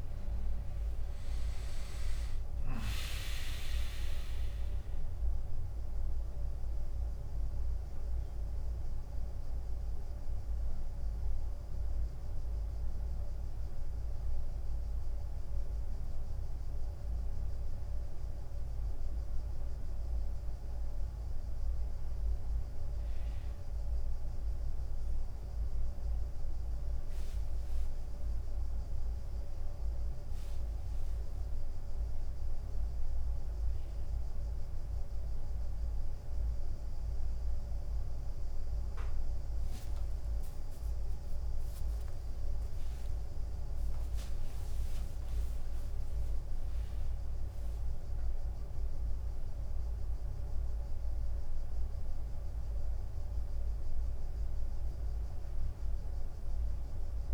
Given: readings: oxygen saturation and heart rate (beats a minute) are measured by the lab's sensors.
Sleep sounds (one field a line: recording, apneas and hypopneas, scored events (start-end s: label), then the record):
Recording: a person awake in a sleep study, hard to hear, by a room microphone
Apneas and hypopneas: 1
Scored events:
5.50-18.00 s: central apnea (oxygen 97% before, 94% lowest, heart rate 95 before, 94 extreme, up 6 after)
14.50-18.50 s: tachycardia (device-marked, heart rate 95 before, 101 extreme)
38.50-54.50 s: drop in pulse transit time (device-marked, heart rate 98 before, 98 extreme)
42.50-53.50 s: tachycardia (device-marked, heart rate 96 before, 104 extreme)
From the record:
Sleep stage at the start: awake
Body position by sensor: on the right side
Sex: male